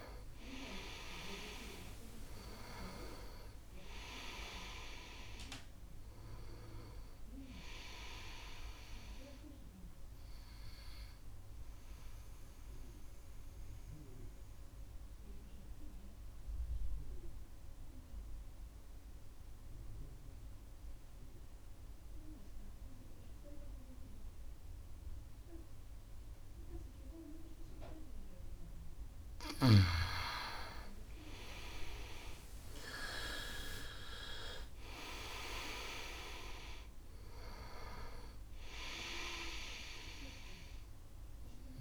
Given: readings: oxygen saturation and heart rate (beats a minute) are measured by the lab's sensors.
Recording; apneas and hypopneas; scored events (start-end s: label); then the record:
breathing in sleep by a room microphone; 1
0.00-3.50 s: arousal
3.50-20.50 s: oxygen desaturation (device-marked, oxygen 98% before, 90% lowest, heart rate 68 before, 64 extreme)
13.00-28.50 s: obstructive apnea (oxygen 98% before, 87% lowest, heart rate 71 before, 61 extreme, up 5 after)
30.50-34.50 s: arousal
34.50-41.81 s: oxygen desaturation (device-marked, oxygen 97% before, 88% lowest, heart rate 68 before, 61 extreme)
From the record:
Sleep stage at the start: N2 (light sleep); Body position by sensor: on the right side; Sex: male